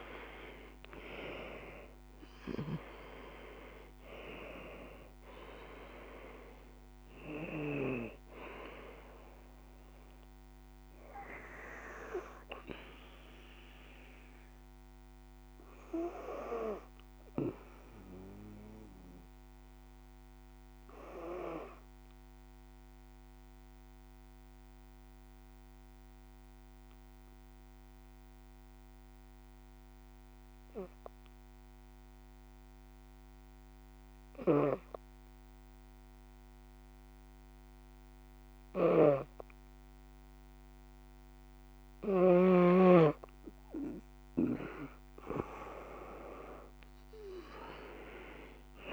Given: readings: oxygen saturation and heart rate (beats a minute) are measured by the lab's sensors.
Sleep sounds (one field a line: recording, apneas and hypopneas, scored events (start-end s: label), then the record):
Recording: breathing in sleep by a microphone on the trachea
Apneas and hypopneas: 1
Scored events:
0.00-3.50 s: arousal
0.00-33.00 s: oxygen desaturation (device-marked, oxygen 81% lowest, heart rate 50 extreme)
19.50-42.00 s: obstructive apnea (oxygen 95% before, 81% lowest, heart rate 65 before, 48 extreme, up 7 after)
37.50-41.50 s: snoring (device-marked)
45.00-48.93 s: oxygen desaturation (device-marked, oxygen 97% before, 84% lowest, heart rate 58 before, 48 extreme)
46.00-48.93 s: arousal
From the record:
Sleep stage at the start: N2 (light sleep)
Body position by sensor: on the back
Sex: female